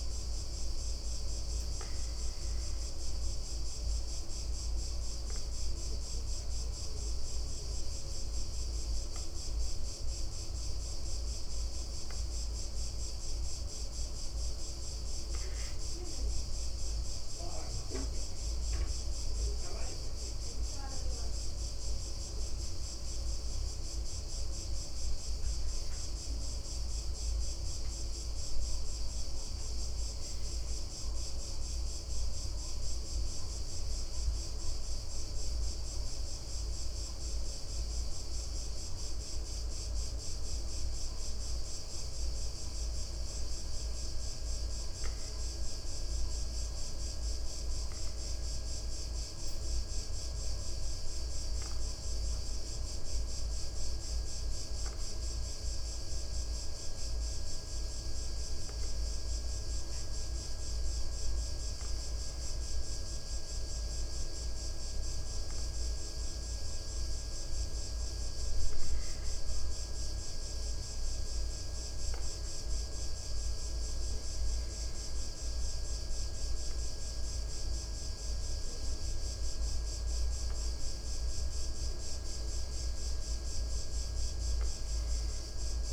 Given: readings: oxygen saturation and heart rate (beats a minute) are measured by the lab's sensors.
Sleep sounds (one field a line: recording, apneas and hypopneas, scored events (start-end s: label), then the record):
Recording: breathing in sleep, hard to hear, by a room microphone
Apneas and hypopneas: 1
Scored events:
0.00-5.50 s: oxygen desaturation (device-marked, oxygen 95% lowest, heart rate 60 extreme)
2.50-19.50 s: obstructive apnea (oxygen 99% before, 94% lowest, heart rate 61 before, 60 extreme, up 2 after)
21.50-26.50 s: arousal
From the record:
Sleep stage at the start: N2 (light sleep)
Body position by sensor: on the back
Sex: male